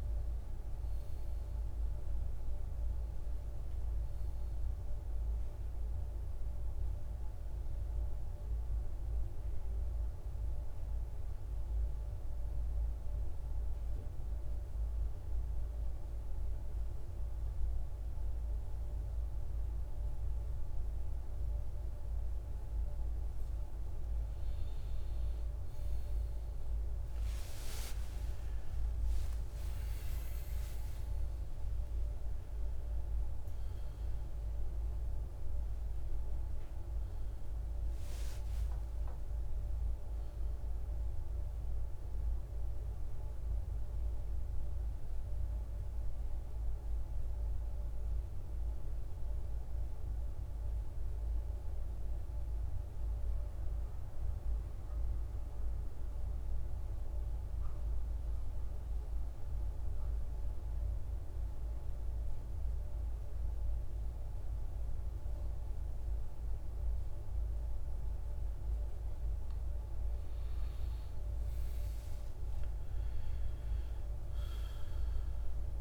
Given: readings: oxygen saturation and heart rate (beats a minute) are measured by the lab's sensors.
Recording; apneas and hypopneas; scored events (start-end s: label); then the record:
a person partly awake in a sleep study, hard to hear, by a room microphone; 2
3.50-75.81 s: new sleep stage, N2 (light sleep)
7.50-22.50 s: central apnea (oxygen 99% before, 90% lowest, heart rate 70 before, 54 extreme, up 14 after)
25.50-30.50 s: arousal
26.50-47.50 s: oxygen desaturation (device-marked, oxygen 98% before, 90% lowest, heart rate 56 before, 54 extreme)
46.50-57.50 s: central apnea (oxygen 98% before, 90% lowest, heart rate 63 before, 54 extreme, up 3 after)
59.50-62.00 s: arousal
68.50-75.81 s: oxygen desaturation (device-marked, oxygen 98% before, 90% lowest, heart rate 55 before, 54 extreme)
From the record:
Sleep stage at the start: awake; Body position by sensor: on the back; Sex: male